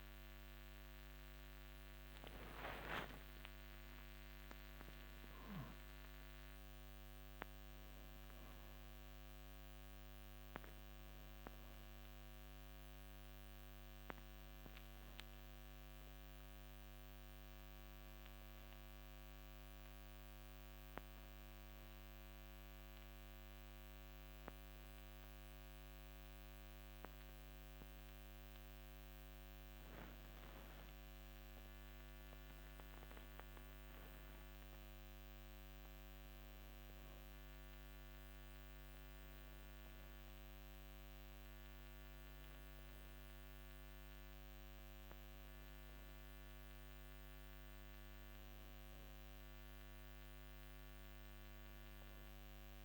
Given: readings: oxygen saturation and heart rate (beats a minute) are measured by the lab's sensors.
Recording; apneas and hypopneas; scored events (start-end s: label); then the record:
a person awake in a sleep study, hard to hear, by a microphone on the trachea; none
43.00-52.85 s: new sleep stage, N2 (light sleep)
From the record:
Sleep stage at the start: awake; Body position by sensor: on the back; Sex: male